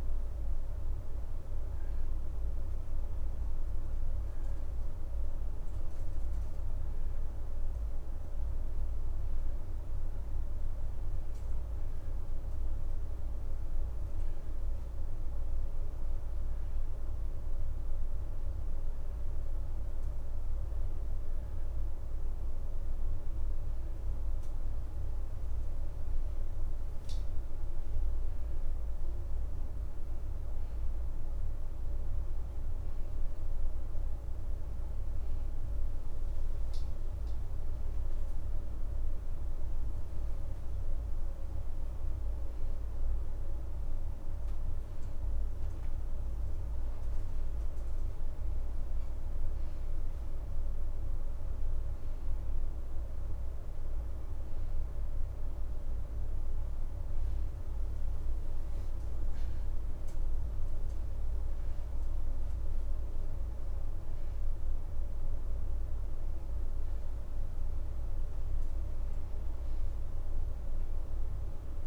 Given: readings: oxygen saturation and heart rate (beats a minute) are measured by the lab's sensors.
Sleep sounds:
a person partly awake in a sleep study, hard to hear, by a room microphone; none
4.50-26.50 s: oxygen desaturation (device-marked, oxygen 96% before, 89% lowest, heart rate 83 before, 86 extreme)
6.50-8.00 s: leg movement (device-marked)
8.50-10.00 s: leg movement (device-marked)
10.50-13.00 s: leg movement (device-marked)
13.50-14.50 s: leg movement (device-marked)
13.50-71.87 s: new sleep stage, N1 (lightest sleep)
28.50-38.00 s: leg movement (device-marked)
38.50-40.50 s: leg movement (device-marked)
43.00-48.50 s: leg movement (device-marked)
50.00-52.00 s: leg movement (device-marked)
58.00-62.50 s: arousal
From the record:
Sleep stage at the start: awake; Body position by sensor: on the right side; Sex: female

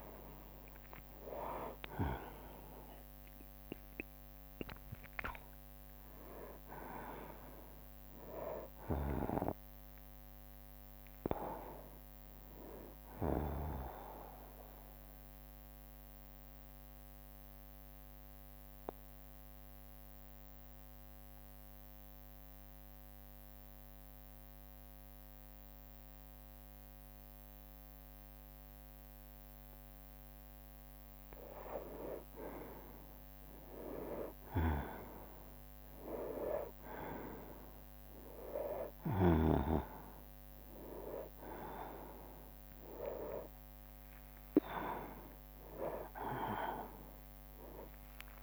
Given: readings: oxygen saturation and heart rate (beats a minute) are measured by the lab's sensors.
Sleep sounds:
breathing in sleep by a microphone on the trachea; 1
0.00-13.50 s: drop in pulse transit time (device-marked, heart rate 69 extreme)
0.00-13.50 s: oxygen desaturation (device-marked, oxygen 92% lowest, heart rate 59 extreme)
0.50-2.50 s: long interval between heartbeats (device-marked, heart rate 62 before, 70 extreme)
14.00-30.50 s: mixed apnea (oxygen 98% before, 92% lowest, heart rate 70 before, 59 extreme, up 9 after)
17.50-19.50 s: bradycardia (device-marked, heart rate 68 before, 62 extreme)
20.50-23.50 s: bradycardia (device-marked, heart rate 68 before, 59 extreme)
24.50-27.50 s: bradycardia (device-marked, heart rate 68 before, 59 extreme)
32.00-36.50 s: arousal
41.00-43.00 s: long interval between heartbeats (device-marked, heart rate 62 before, 70 extreme)
42.50-48.43 s: drop in pulse transit time (device-marked, heart rate 63 before, 68 extreme)
43.50-48.43 s: oxygen desaturation (device-marked, oxygen 98% before, 93% lowest, heart rate 64 before, 62 extreme)
44.00-46.00 s: long interval between heartbeats (device-marked, heart rate 64 before, 78 extreme)
45.50-47.50 s: tachycardia (device-marked, heart rate 66 before, 80 extreme)
From the record:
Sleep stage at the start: N2 (light sleep); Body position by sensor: on the right side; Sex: male

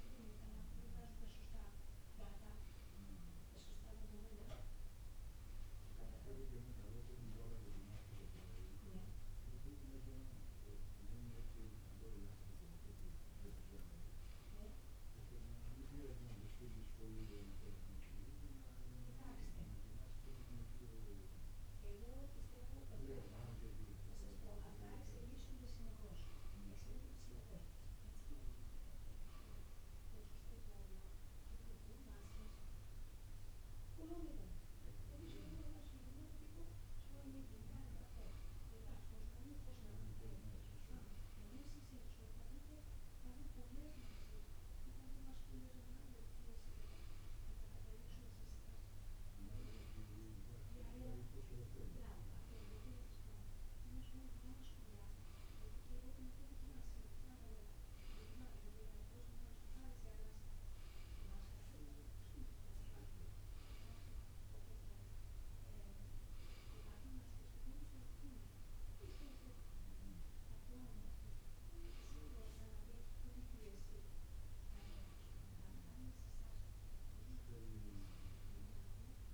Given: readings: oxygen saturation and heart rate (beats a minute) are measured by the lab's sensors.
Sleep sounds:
a person awake in a sleep study, by a room microphone; none
none scored
From the record:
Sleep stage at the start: awake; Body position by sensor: on the right side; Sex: male

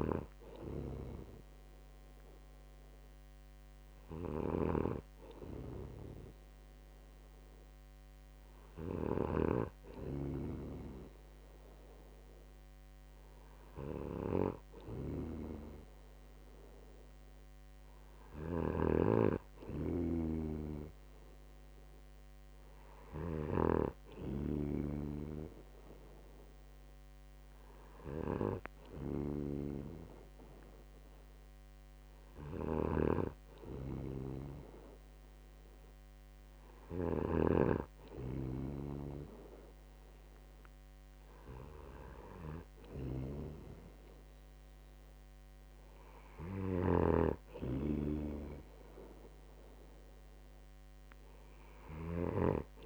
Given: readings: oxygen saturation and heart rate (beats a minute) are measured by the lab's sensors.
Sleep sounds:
breathing in sleep by a microphone on the trachea; none
0.00-52.85 s: snoring (device-marked)
From the record:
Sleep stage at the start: N2 (light sleep); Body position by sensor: on the right side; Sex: male

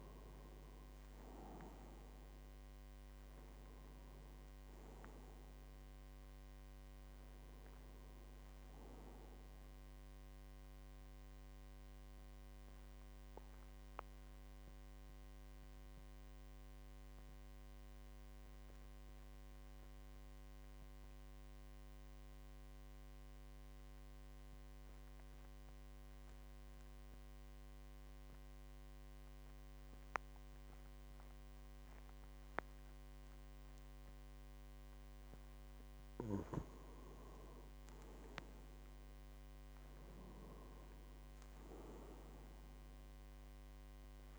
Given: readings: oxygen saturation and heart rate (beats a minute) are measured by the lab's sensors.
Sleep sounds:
breathing in sleep by a microphone on the trachea; 1
0.00-16.50 s: oxygen desaturation (device-marked, oxygen 91% lowest, heart rate 47 extreme)
10.50-34.50 s: mixed apnea (oxygen 99% before, 91% lowest, heart rate 56 before, 45 extreme, up 8 after)
33.50-44.39 s: oxygen desaturation (device-marked, oxygen 99% before, 91% lowest, heart rate 49 before, 45 extreme)
37.00-41.00 s: arousal
From the record:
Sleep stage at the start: N2 (light sleep); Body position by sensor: on the back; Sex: male

